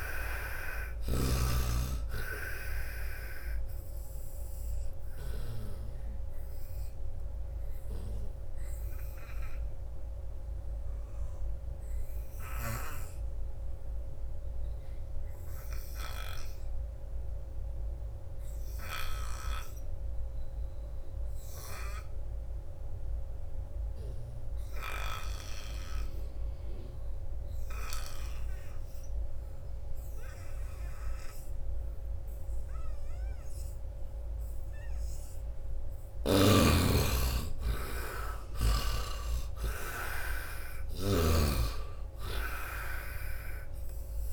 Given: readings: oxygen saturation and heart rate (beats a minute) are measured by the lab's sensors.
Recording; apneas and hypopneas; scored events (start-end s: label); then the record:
breathing in sleep by a room microphone; 1
0.00-18.00 s: oxygen desaturation (device-marked, oxygen 73% lowest, heart rate 69 extreme)
4.50-34.00 s: obstructive apnea (oxygen 98% before, 73% lowest, heart rate 81 before, 69 extreme, up 1 after)
30.00-44.33 s: oxygen desaturation (device-marked, oxygen 98% before, 73% lowest, heart rate 85 before, 62 extreme)
36.00-40.00 s: arousal
41.00-44.33 s: snoring (device-marked)
From the record:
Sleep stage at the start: N2 (light sleep); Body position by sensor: on the right side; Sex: male